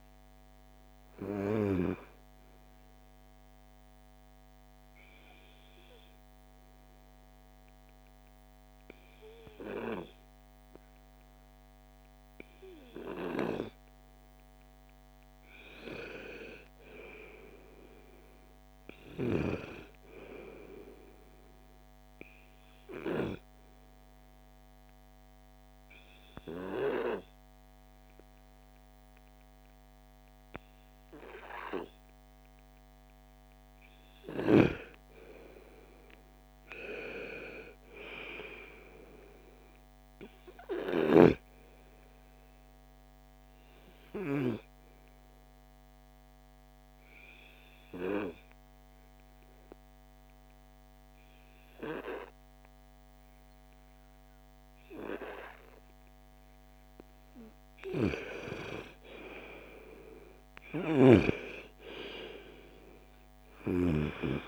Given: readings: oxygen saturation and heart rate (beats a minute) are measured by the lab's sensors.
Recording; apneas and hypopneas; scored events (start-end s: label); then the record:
breathing in sleep by a microphone on the trachea; 3
2.00-12.00 s: oxygen desaturation (device-marked, oxygen 97% before, 90% lowest, heart rate 59 before, 54 extreme)
3.50-13.50 s: obstructive apnea (oxygen 97% before, 89% lowest, heart rate 59 before, 54 extreme, up 6 after)
14.50-17.50 s: arousal
23.00-33.50 s: obstructive apnea (oxygen 98% before, 89% lowest, heart rate 57 before, 46 extreme, up 7 after)
24.00-35.00 s: oxygen desaturation (device-marked, oxygen 98% before, 93% lowest, heart rate 57 before, 46 extreme)
35.50-40.00 s: arousal
44.00-54.00 s: oxygen desaturation (device-marked, oxygen 97% before, 90% lowest, heart rate 59 before, 46 extreme)
46.50-58.00 s: obstructive apnea (oxygen 97% before, 87% lowest, heart rate 60 before, 46 extreme, up 12 after)
59.50-63.00 s: arousal
From the record:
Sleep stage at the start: N2 (light sleep); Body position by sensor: on the right side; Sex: female